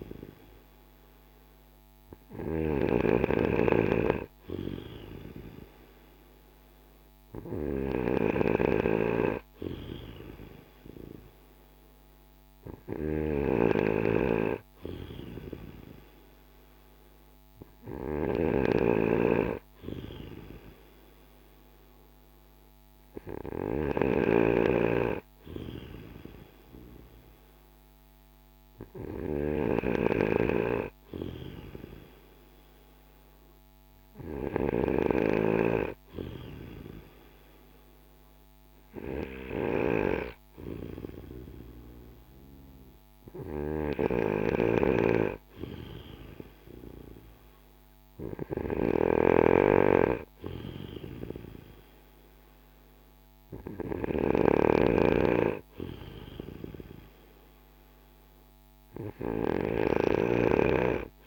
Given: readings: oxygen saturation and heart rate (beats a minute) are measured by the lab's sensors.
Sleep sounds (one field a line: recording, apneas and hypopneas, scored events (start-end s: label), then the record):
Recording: breathing in sleep by a microphone on the trachea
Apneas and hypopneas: none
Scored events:
18.00-24.50 s: snoring (device-marked)
48.50-54.50 s: snoring (device-marked)
From the record:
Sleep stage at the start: N2 (light sleep)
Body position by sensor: on the back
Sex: male